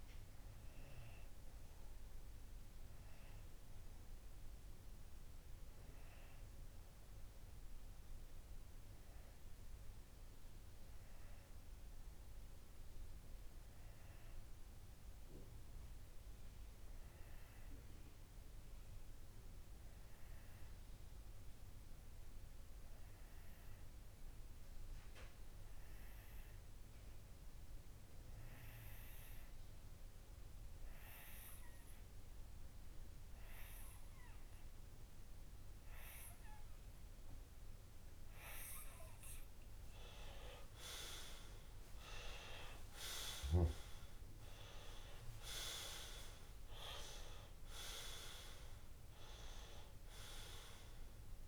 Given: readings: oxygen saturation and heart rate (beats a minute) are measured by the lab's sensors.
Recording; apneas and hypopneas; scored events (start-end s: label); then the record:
breathing in sleep by a room microphone; 1
0.00-7.00 s: oxygen desaturation (device-marked, oxygen 92% lowest)
1.50-39.50 s: obstructive apnea (oxygen 97% before, 92% lowest)
35.00-51.48 s: oxygen desaturation (device-marked, oxygen 98% before, 94% lowest)
41.50-45.50 s: arousal
From the record:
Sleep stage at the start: N2 (light sleep); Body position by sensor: on the left side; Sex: male